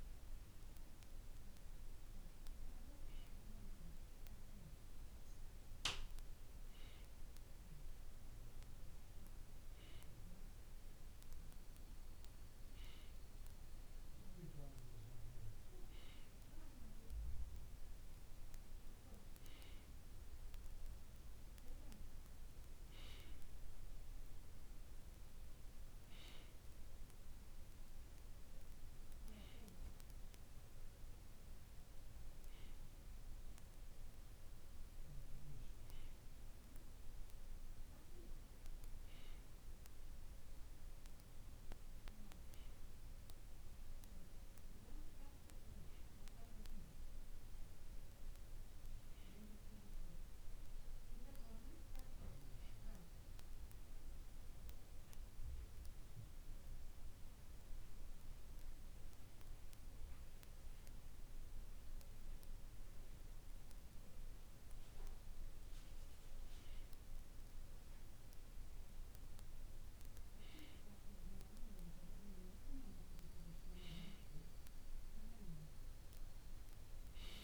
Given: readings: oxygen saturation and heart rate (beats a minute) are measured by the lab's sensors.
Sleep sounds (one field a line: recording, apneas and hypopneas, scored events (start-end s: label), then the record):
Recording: breathing in sleep, hard to hear, by a room microphone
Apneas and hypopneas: none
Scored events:
none scored
From the record:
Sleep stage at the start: N2 (light sleep)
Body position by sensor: on the right side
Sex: male